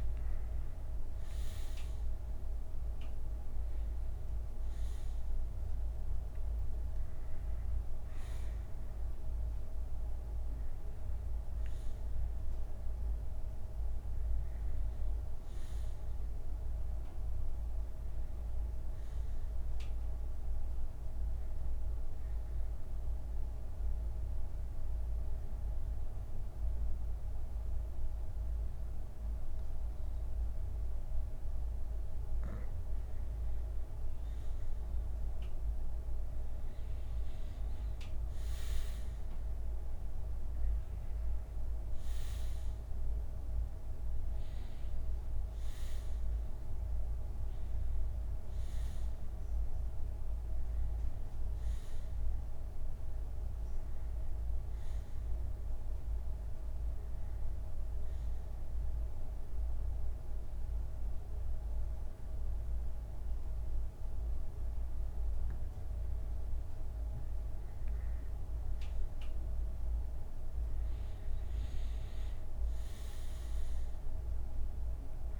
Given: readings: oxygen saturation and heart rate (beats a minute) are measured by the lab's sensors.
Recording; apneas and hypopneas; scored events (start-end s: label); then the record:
breathing in sleep, hard to hear, by a room microphone; 2
0.00-14.00 s: oxygen desaturation (device-marked, oxygen 89% lowest, heart rate 56 extreme)
13.00-16.00 s: bradycardia (device-marked, heart rate 68 before, 65 extreme)
22.00-24.00 s: bradycardia (device-marked, heart rate 68 before, 65 extreme)
22.00-33.00 s: central apnea (oxygen 93% before, 88% lowest, heart rate 64 before, 56 extreme, up 10 after)
26.00-28.00 s: bradycardia (device-marked, heart rate 68 before, 58 extreme)
30.00-32.00 s: bradycardia (device-marked, heart rate 68 before, 58 extreme)
34.00-36.00 s: bradycardia (device-marked, heart rate 68 before, 58 extreme)
37.00-40.50 s: arousal
38.00-57.00 s: oxygen desaturation (device-marked, oxygen 93% before, 88% lowest, heart rate 62 before, 57 extreme)
41.00-43.00 s: bradycardia (device-marked, heart rate 68 before, 57 extreme)
56.50-67.50 s: obstructive apnea (oxygen 93% before, 90% lowest, heart rate 66 before, 57 extreme, up 1 after)
73.00-75.40 s: bradycardia (device-marked, heart rate 68 before, 66 extreme)
From the record:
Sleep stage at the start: N2 (light sleep); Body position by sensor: on the back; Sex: male